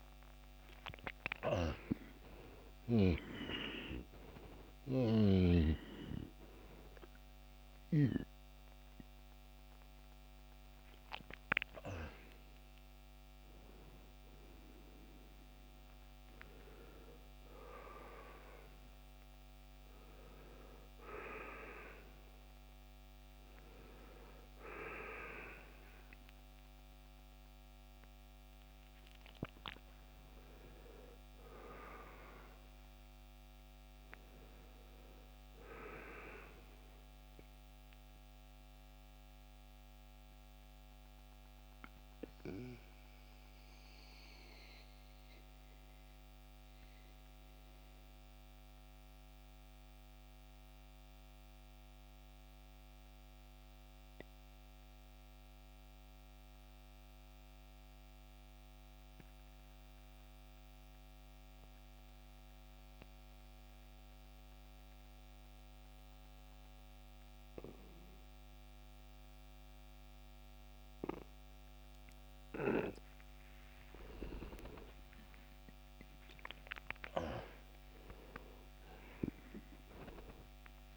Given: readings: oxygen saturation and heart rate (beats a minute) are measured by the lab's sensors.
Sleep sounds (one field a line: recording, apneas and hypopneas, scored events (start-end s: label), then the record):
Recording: a person partly awake in a sleep study, by a microphone on the trachea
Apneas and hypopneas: 1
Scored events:
3.00-12.00 s: oxygen desaturation (device-marked, oxygen 96% before, 92% lowest, heart rate 93 before, 72 extreme)
19.00-42.00 s: oxygen desaturation (device-marked, oxygen 95% before, 84% lowest, heart rate 93 before, 46 extreme)
28.00-58.00 s: new sleep stage, N1 (lightest sleep)
36.50-72.50 s: mixed apnea (oxygen 95% before, 85% lowest, heart rate 79 before, 42 extreme, up 27 after)
58.00-80.97 s: new sleep stage, N2 (light sleep)
74.00-79.50 s: arousal
From the record:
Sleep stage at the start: awake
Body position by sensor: on the back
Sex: male